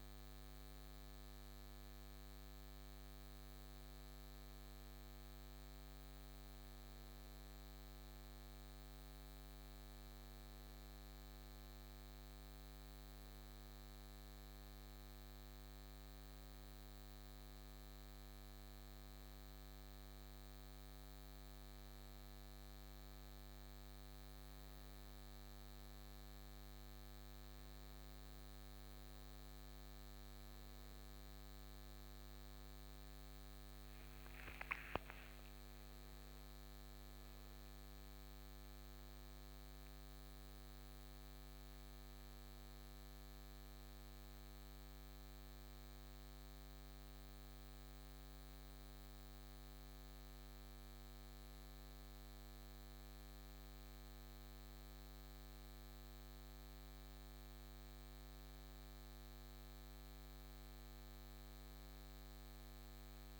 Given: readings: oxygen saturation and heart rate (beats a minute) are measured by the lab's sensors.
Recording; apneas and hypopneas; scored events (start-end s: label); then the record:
breathing in sleep, hard to hear, by a microphone on the trachea; none
30.50-34.50 s: arousal
From the record:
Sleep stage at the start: N1 (lightest sleep); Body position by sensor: on the right side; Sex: male